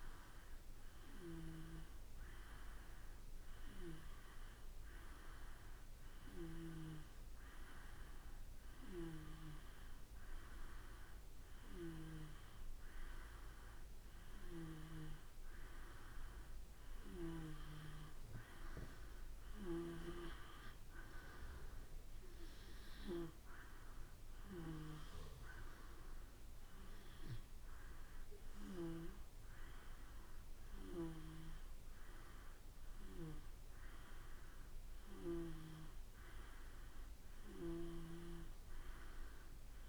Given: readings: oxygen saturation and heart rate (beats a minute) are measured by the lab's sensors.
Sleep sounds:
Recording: breathing in sleep by a room microphone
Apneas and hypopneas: none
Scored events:
20.50-22.50 s: long interval between heartbeats (device-marked, heart rate 58 before, 68 extreme)
From the record:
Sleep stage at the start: N2 (light sleep)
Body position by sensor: on the back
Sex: male

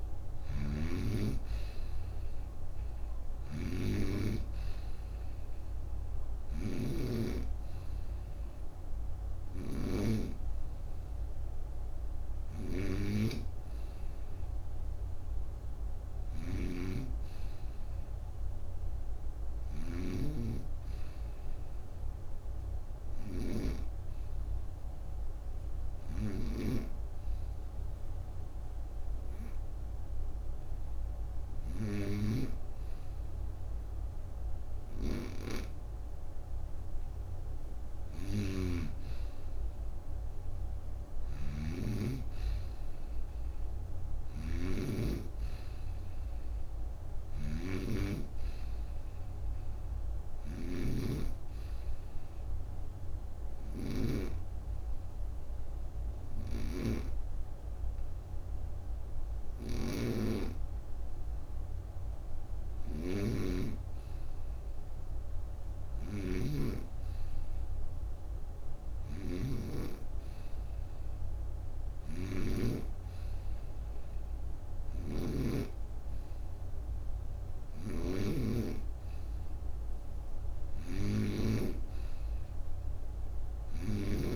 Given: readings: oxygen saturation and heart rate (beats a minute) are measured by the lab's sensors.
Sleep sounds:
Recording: breathing in sleep by a room microphone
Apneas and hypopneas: 2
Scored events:
0.00-32.00 s: snoring (device-marked)
15.50-18.50 s: arousal
23.50-35.50 s: hypopnea (oxygen 96% before, 92% lowest)
37.50-41.00 s: arousal
38.00-54.00 s: snoring (device-marked)
52.00-63.00 s: obstructive apnea (oxygen 98% before, 94% lowest, heart rate 52 before, 28 extreme, up 26 after)
56.00-72.50 s: snoring (device-marked)
63.00-66.00 s: arousal
74.50-84.36 s: snoring (device-marked)
From the record:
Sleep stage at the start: N2 (light sleep)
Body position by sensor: on the right side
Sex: female

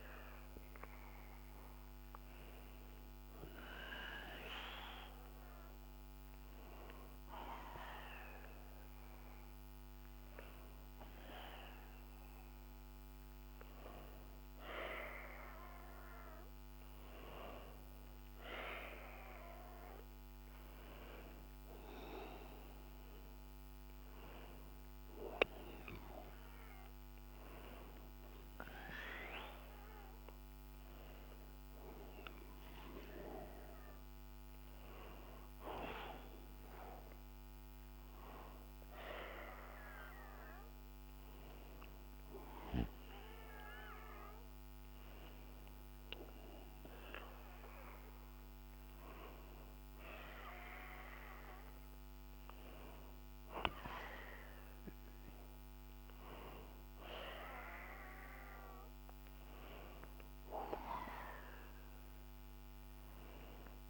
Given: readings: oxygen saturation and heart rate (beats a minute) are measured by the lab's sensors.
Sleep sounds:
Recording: breathing in sleep by a microphone on the trachea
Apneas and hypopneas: 1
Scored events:
4.50-16.00 s: hypopnea (oxygen 98% before, 94% lowest, heart rate 64 before, 62 extreme, up 0 after)
15.50-63.90 s: new sleep stage, N2 (light sleep)
16.50-40.50 s: oxygen desaturation (device-marked, oxygen 97% before, 94% lowest, heart rate 64 before, 63 extreme)
18.50-23.00 s: arousal
From the record:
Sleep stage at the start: N1 (lightest sleep)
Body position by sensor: on the back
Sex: male

